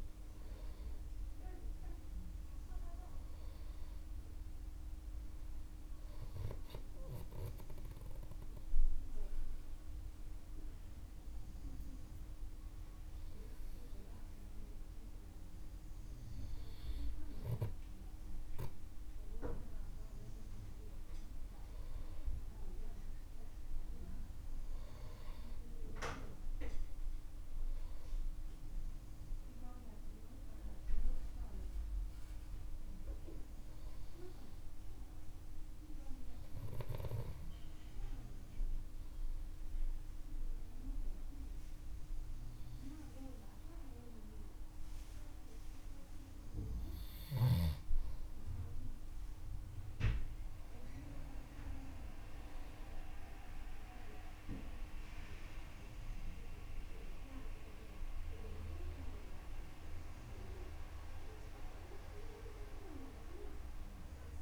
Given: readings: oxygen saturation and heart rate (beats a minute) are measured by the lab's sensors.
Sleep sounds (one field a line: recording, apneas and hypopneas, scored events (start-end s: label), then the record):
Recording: breathing in sleep by a room microphone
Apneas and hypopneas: 2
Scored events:
7.00-18.00 s: obstructive apnea (oxygen 95% before, 93% lowest, heart rate 69 before, 49 extreme, up 10 after)
22.00-28.00 s: arousal
37.00-47.50 s: obstructive apnea (oxygen 96% before, 93% lowest, heart rate 58 before, 49 extreme, up 30 after)
52.50-58.50 s: arousal
From the record:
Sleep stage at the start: N2 (light sleep)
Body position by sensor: on the back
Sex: male